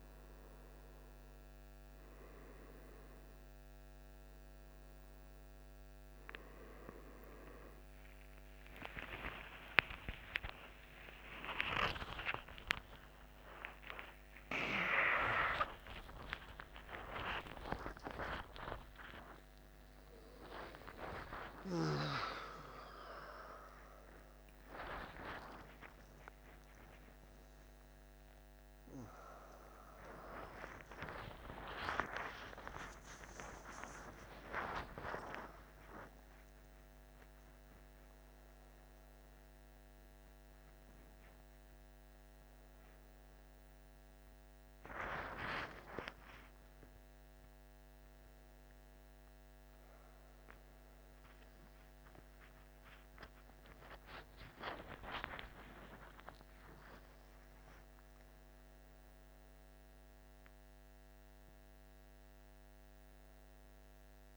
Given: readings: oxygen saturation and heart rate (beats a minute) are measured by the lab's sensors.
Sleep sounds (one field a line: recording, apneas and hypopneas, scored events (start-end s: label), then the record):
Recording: a person awake in a sleep study, by a microphone on the trachea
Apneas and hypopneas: none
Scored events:
none scored
From the record:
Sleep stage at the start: awake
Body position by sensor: on the back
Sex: male